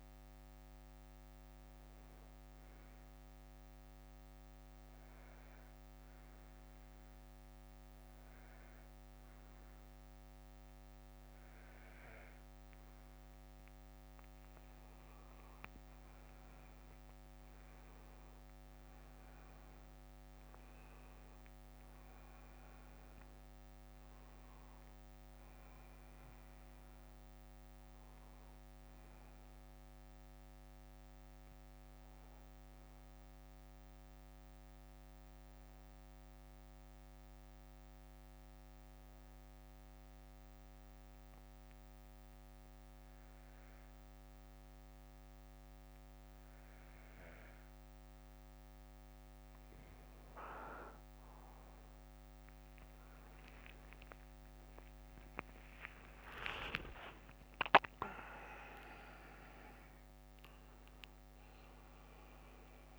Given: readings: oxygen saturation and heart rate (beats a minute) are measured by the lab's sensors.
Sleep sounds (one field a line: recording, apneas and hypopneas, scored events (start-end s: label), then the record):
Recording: breathing in sleep by a microphone on the trachea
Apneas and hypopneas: 2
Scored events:
0.00-4.00 s: bradycardia (device-marked, heart rate 46 extreme)
3.00-15.00 s: obstructive apnea (oxygen 96% before, 93% lowest, heart rate 56 before, 51 extreme, up 14 after)
10.00-12.00 s: bradycardia (device-marked, heart rate 61 before, 58 extreme)
17.00-21.50 s: arousal
29.00-51.00 s: bradycardia (device-marked, heart rate 61 before, 51 extreme)
32.50-49.50 s: obstructive apnea (oxygen 97% before, 93% lowest, heart rate 65 before, 54 extreme, up 12 after)
54.00-58.50 s: arousal
54.00-62.99 s: oxygen desaturation (device-marked, oxygen 97% before, 93% lowest, heart rate 57 before, 50 extreme)
From the record:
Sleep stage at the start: N2 (light sleep)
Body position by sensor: on the back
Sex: male